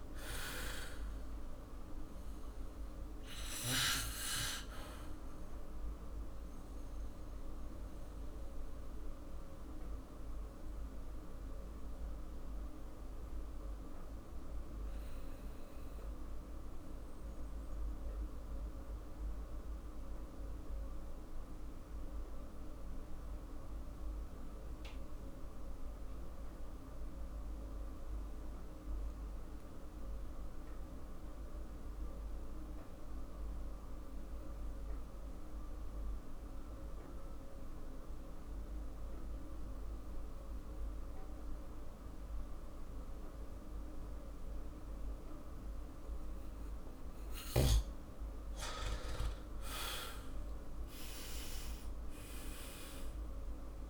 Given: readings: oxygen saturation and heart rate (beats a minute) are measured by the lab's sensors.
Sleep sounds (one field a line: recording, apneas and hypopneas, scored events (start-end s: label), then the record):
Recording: breathing in sleep by a room microphone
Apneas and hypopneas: 1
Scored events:
0.00-1.00 s: arousal
6.50-47.00 s: mixed apnea (oxygen 97% before, 85% lowest, heart rate 51 before, 46 extreme, up 12 after)
28.00-47.00 s: oxygen desaturation (device-marked, oxygen 98% before, 85% lowest, heart rate 48 before, 46 extreme)
48.50-52.00 s: arousal
From the record:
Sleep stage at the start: N2 (light sleep)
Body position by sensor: on the back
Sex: male